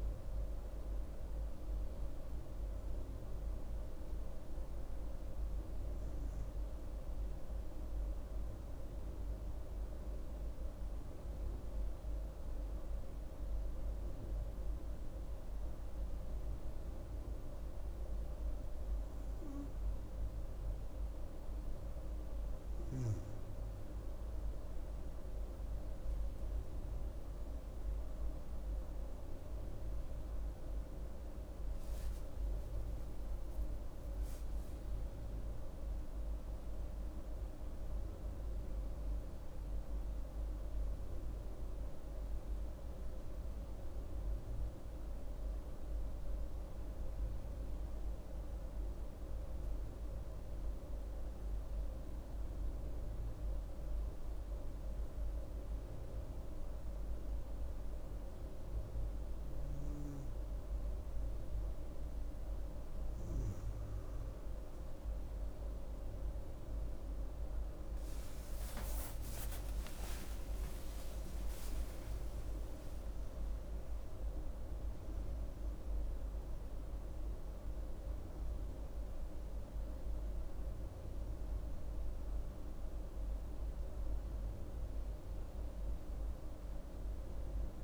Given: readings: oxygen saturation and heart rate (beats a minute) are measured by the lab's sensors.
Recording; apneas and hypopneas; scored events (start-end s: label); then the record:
breathing in sleep, hard to hear, by a room microphone; 2
0.00-8.50 s: oxygen desaturation (device-marked, oxygen 90% lowest)
5.00-20.50 s: hypopnea (oxygen 98% before, 92% lowest)
22.50-25.50 s: arousal
27.50-41.50 s: oxygen desaturation (device-marked, oxygen 96% before, 92% lowest)
31.00-35.00 s: arousal
46.00-59.50 s: central apnea (oxygen 96% before, 92% lowest)
66.50-87.84 s: oxygen desaturation (device-marked, oxygen 97% before, 92% lowest)
68.00-73.00 s: arousal
From the record:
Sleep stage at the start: N2 (light sleep); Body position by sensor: on the back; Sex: female